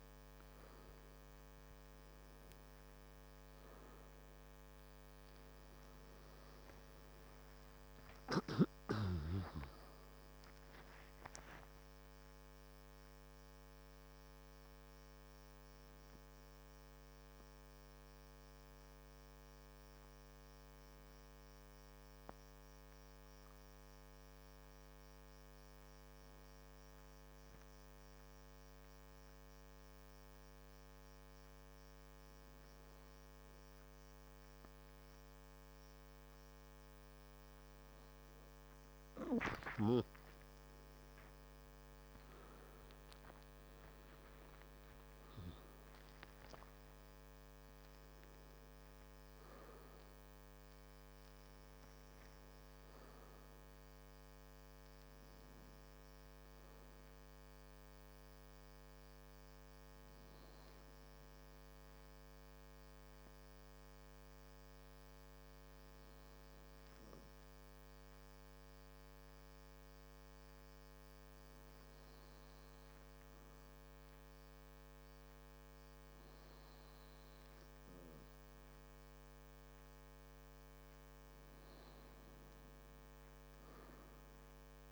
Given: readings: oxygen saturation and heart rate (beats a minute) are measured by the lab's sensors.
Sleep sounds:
breathing in sleep, hard to hear, by a microphone on the trachea; 2
8.50-11.50 s: arousal
13.50-37.00 s: hypopnea (oxygen 98% before, 96% lowest, heart rate 58 before, 49 extreme, up 25 after)
41.00-45.50 s: arousal
57.50-84.92 s: new sleep stage, N2 (light sleep)
59.00-77.00 s: hypopnea (oxygen 99% before, 96% lowest, heart rate 63 before, 48 extreme, up 4 after)
78.50-82.50 s: arousal
From the record:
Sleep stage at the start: N1 (lightest sleep); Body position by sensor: on the back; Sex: male

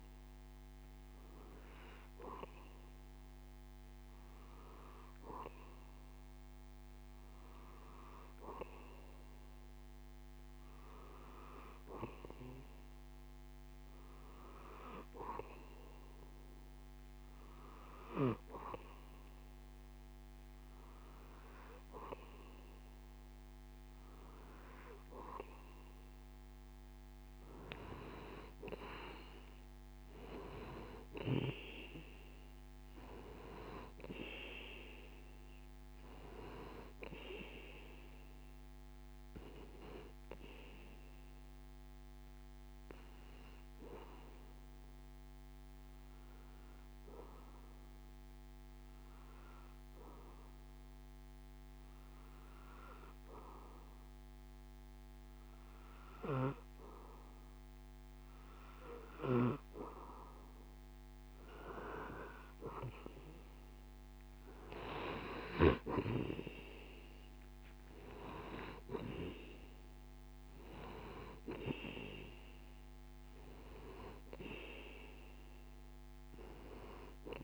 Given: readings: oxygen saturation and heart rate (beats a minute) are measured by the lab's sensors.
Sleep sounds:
breathing in sleep by a microphone on the trachea; 1
43.00-58.00 s: obstructive apnea (oxygen 93% before, 92% lowest)
61.50-64.50 s: arousal
From the record:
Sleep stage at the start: N2 (light sleep); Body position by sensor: on the back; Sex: male

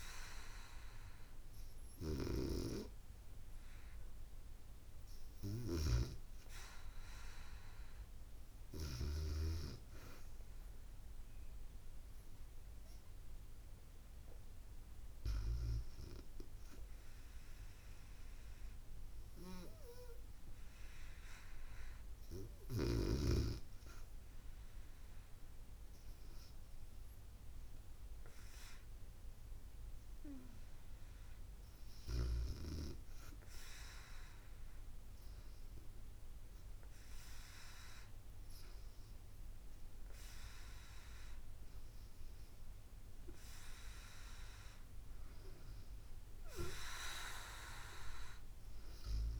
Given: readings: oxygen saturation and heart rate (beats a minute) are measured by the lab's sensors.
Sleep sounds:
breathing in sleep by a room microphone; 1
13.50-29.50 s: hypopnea (oxygen 97% before, 94% lowest, heart rate 72 before, 70 extreme, up 2 after)
32.00-36.50 s: arousal
From the record:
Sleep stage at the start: REM sleep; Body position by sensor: on the back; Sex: female

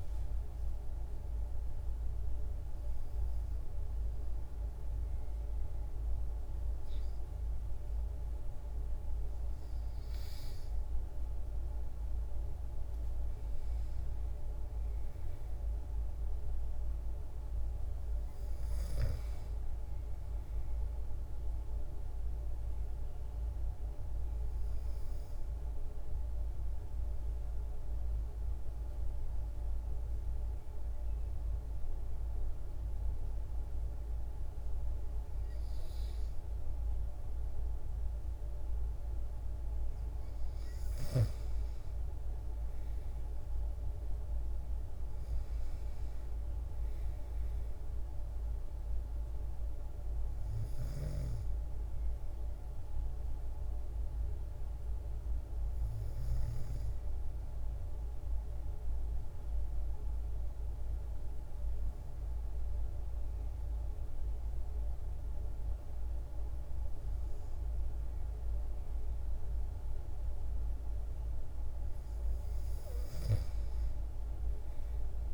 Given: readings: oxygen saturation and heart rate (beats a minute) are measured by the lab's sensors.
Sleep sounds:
breathing in sleep, hard to hear, by a room microphone; 3
0.50-11.50 s: obstructive apnea (oxygen 95% before, 91% lowest, heart rate 134 before, 89 extreme, up 36 after)
15.00-18.00 s: arousal
26.00-39.50 s: obstructive apnea (oxygen 95% before, 91% lowest, heart rate 123 before, 114 extreme)
42.00-45.50 s: arousal
44.50-65.50 s: oxygen desaturation (device-marked, oxygen 96% before, 91% lowest, heart rate 150 before, 64 extreme)
58.00-71.00 s: obstructive apnea (oxygen 96% before, 91% lowest, heart rate 139 before, 64 extreme, up 60 after)
73.50-75.34 s: arousal
From the record:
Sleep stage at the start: N2 (light sleep); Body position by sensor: on the back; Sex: female

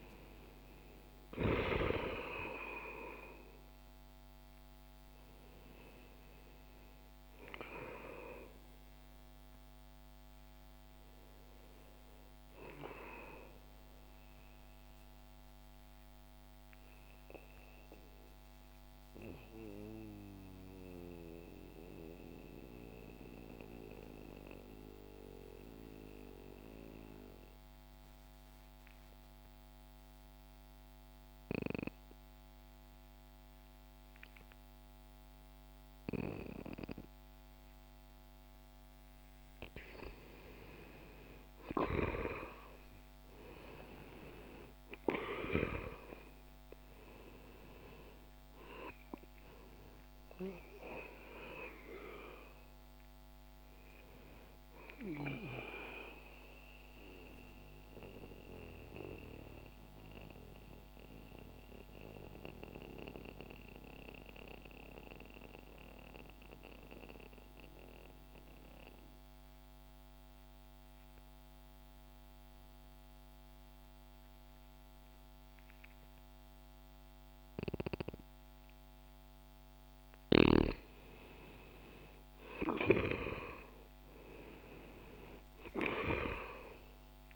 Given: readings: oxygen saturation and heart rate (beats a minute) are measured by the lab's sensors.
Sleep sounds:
breathing in sleep by a microphone on the trachea; 2
0.00-2.00 s: arousal
0.00-14.00 s: oxygen desaturation (device-marked, oxygen 89% lowest, heart rate 60 extreme)
13.50-38.00 s: mixed apnea (oxygen 97% before, 88% lowest, heart rate 61 before, 60 extreme)
24.00-34.00 s: oxygen desaturation (device-marked, oxygen 91% before, 88% lowest, heart rate 60 before, 60 extreme)
42.00-47.00 s: arousal
47.00-58.00 s: oxygen desaturation (device-marked, oxygen 98% before, 93% lowest, heart rate 61 before, 60 extreme)
56.00-80.00 s: mixed apnea (oxygen 98% before, 89% lowest, heart rate 62 before, 60 extreme, up 3 after)
65.00-77.00 s: oxygen desaturation (device-marked, oxygen 94% before, 89% lowest, heart rate 62 before, 60 extreme)
81.00-86.00 s: arousal
From the record:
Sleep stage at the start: N2 (light sleep); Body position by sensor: on the back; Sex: male

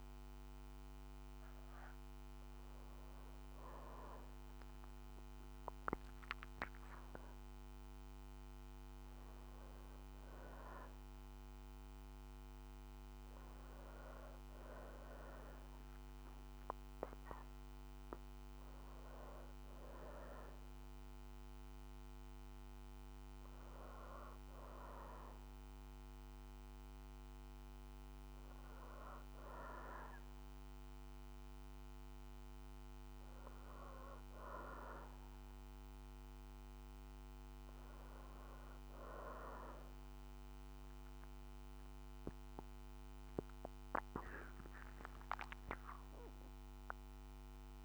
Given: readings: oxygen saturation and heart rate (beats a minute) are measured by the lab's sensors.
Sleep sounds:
breathing in sleep by a microphone on the trachea; none
44.50-47.85 s: arousal
From the record:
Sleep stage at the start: N2 (light sleep); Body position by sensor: on the back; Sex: female

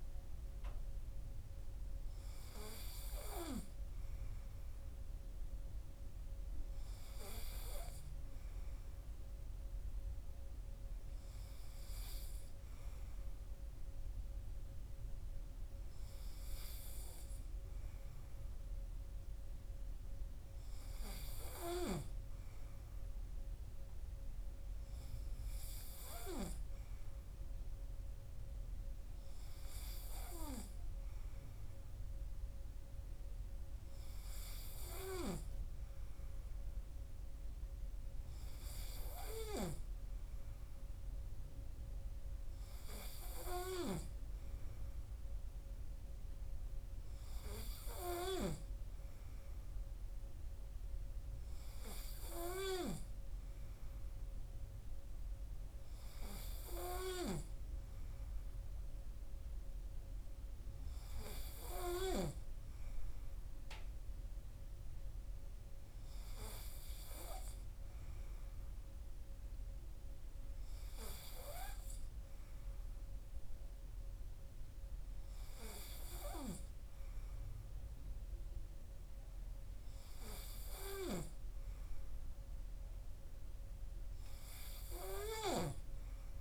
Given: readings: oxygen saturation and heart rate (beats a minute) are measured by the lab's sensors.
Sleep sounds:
breathing in sleep by a room microphone; none
none scored
From the record:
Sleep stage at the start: N3 (deep sleep); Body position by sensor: on the right side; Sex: male

